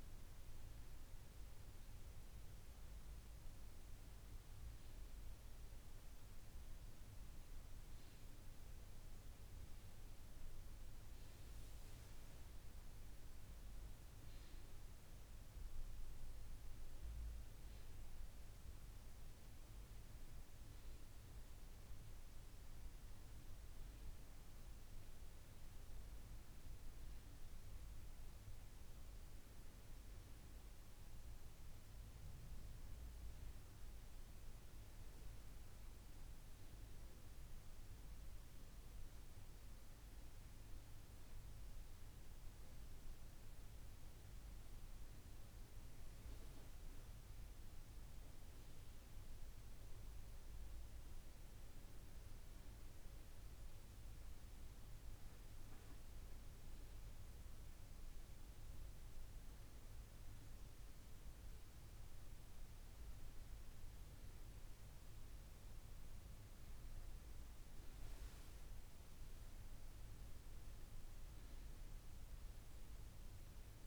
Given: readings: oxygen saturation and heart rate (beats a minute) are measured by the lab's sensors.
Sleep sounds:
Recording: breathing in sleep, hard to hear, by a room microphone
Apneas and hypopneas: none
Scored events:
35.50-73.87 s: new sleep stage, N2 (light sleep)
From the record:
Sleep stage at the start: N1 (lightest sleep)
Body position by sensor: on the back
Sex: female

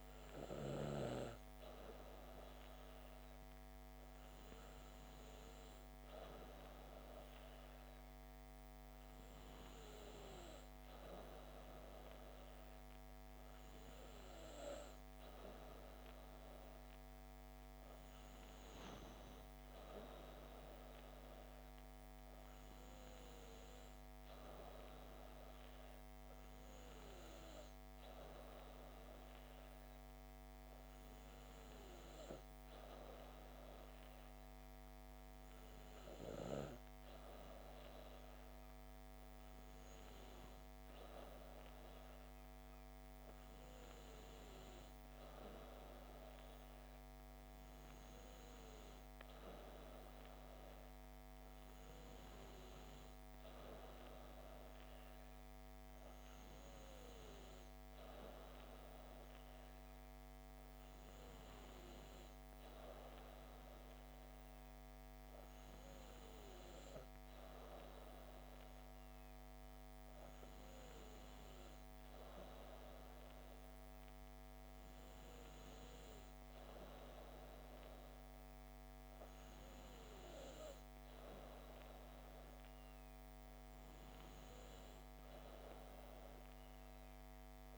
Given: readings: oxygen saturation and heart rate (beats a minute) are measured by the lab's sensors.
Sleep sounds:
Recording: breathing in sleep, hard to hear, by a microphone on the trachea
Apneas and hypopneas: none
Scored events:
none scored
From the record:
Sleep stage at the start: N2 (light sleep)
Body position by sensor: on the back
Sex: female

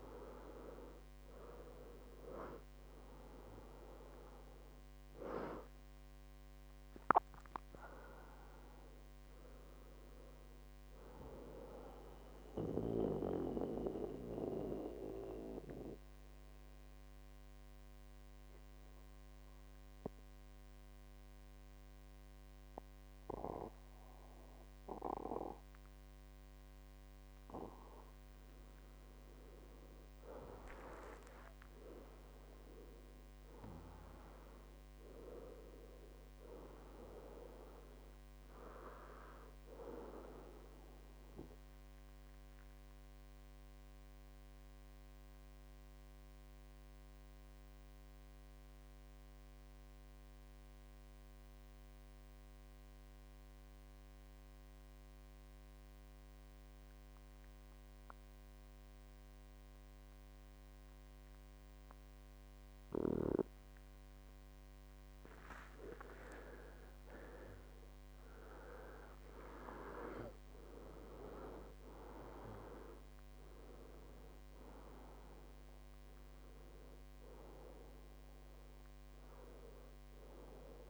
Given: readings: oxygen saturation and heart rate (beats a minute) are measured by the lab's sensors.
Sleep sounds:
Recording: breathing in sleep by a microphone on the trachea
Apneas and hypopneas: 2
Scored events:
12.00-28.00 s: mixed apnea (oxygen 97% before, 92% lowest, heart rate 73 before, 58 extreme, up 10 after)
30.00-34.00 s: arousal
40.50-65.50 s: obstructive apnea (oxygen 98% before, 92% lowest, heart rate 66 before, 58 extreme, up 20 after)
67.00-70.00 s: arousal
68.50-80.90 s: oxygen desaturation (device-marked, oxygen 97% before, 92% lowest, heart rate 61 before, 56 extreme)
From the record:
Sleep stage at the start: N2 (light sleep)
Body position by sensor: on the back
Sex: male

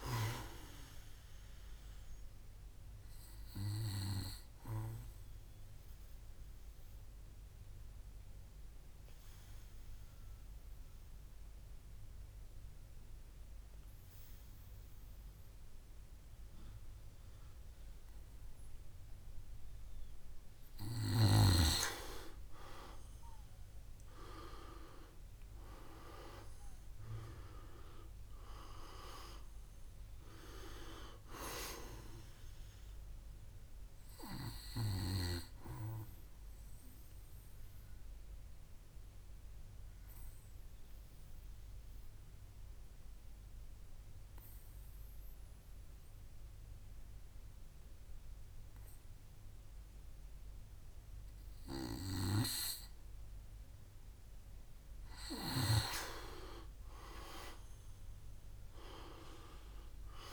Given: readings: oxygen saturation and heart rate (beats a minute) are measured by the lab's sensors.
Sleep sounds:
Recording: breathing in sleep by a room microphone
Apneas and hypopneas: 2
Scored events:
4.50-19.50 s: obstructive apnea (oxygen 99% before, 91% lowest, heart rate 64 before, 59 extreme, up 9 after)
22.50-25.50 s: arousal
27.00-51.00 s: oxygen desaturation (device-marked, oxygen 98% before, 91% lowest, heart rate 63 before, 59 extreme)
37.50-52.50 s: obstructive apnea (oxygen 98% before, 91% lowest, heart rate 66 before, 61 extreme, up 6 after)
56.00-59.00 s: arousal
From the record:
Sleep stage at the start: N2 (light sleep)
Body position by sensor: on the back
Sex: male

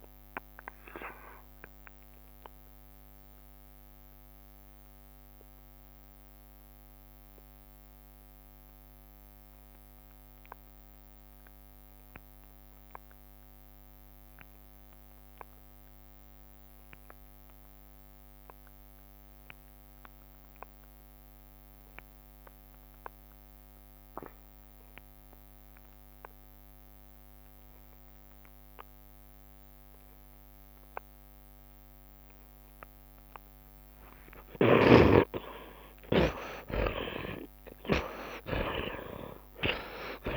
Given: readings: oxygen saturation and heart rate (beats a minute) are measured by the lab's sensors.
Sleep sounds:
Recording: breathing in sleep by a microphone on the trachea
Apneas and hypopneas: 1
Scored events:
0.00-21.50 s: oxygen desaturation (device-marked, oxygen 53% lowest, heart rate 57 extreme)
0.50-34.00 s: obstructive apnea (oxygen 81% before, 47% lowest, heart rate 76 before, 66 extreme, up 43 after)
18.50-20.50 s: long interval between heartbeats (device-marked, heart rate 83 before, 84 extreme)
23.50-25.50 s: long interval between heartbeats (device-marked, heart rate 81 before, 66 extreme)
23.50-40.37 s: oxygen desaturation (device-marked, oxygen 81% before, 50% lowest, heart rate 81 before, 65 extreme)
33.50-37.50 s: tachycardia (device-marked, heart rate 83 before, 103 extreme)
35.00-37.00 s: long interval between heartbeats (device-marked, heart rate 76 before, 96 extreme)
35.00-39.00 s: arousal
37.50-39.50 s: long interval between heartbeats (device-marked, heart rate 79 before, 109 extreme)
From the record:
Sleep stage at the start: N2 (light sleep)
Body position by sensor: on the right side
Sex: male

